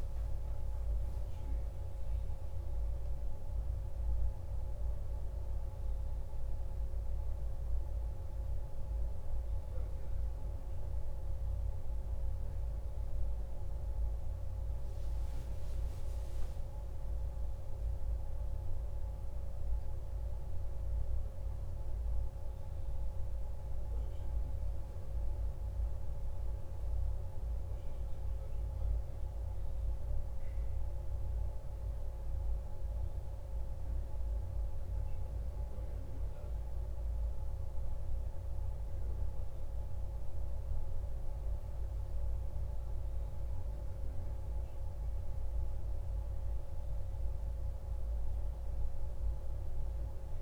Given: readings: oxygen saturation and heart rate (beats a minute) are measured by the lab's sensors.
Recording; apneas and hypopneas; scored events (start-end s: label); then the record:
a person partly awake in a sleep study, hard to hear, by a room microphone; none
24.00-50.42 s: new sleep stage, N1 (lightest sleep)
From the record:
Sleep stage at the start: awake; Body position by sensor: on the back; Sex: male